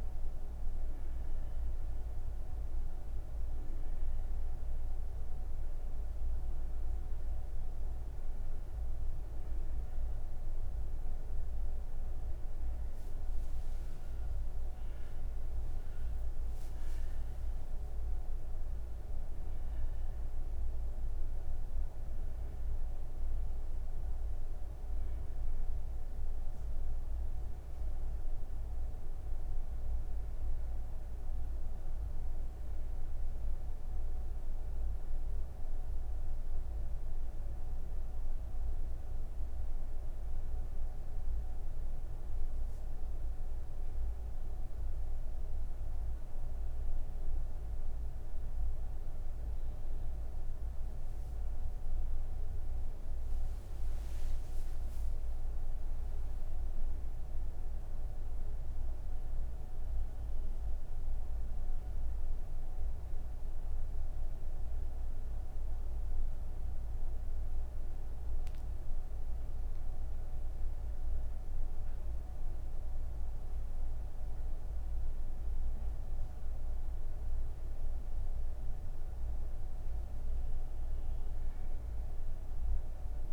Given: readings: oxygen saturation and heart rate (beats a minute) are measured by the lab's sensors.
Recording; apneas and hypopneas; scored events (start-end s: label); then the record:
breathing in sleep, hard to hear, by a room microphone; none
19.50-50.50 s: oxygen desaturation (device-marked, oxygen 96% before, 87% lowest)
From the record:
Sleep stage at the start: N1 (lightest sleep); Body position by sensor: on the right side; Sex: female